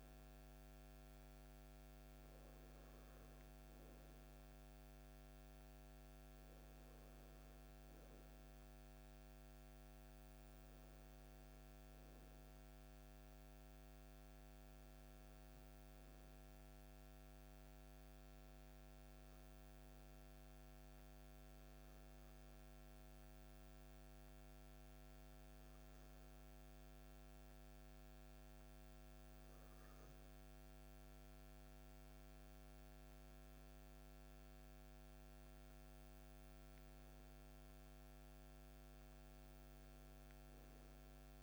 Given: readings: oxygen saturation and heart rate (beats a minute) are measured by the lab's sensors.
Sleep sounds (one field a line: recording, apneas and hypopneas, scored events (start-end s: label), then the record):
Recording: breathing in sleep, hard to hear, by a microphone on the trachea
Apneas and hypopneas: 1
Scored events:
0.00-16.50 s: oxygen desaturation (device-marked, oxygen 93% lowest, heart rate 52 extreme)
17.50-30.00 s: obstructive apnea (oxygen 97% before, 95% lowest, heart rate 54 before, 49 extreme, up 6 after)
32.00-36.00 s: arousal
From the record:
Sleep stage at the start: N2 (light sleep)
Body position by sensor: on the back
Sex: male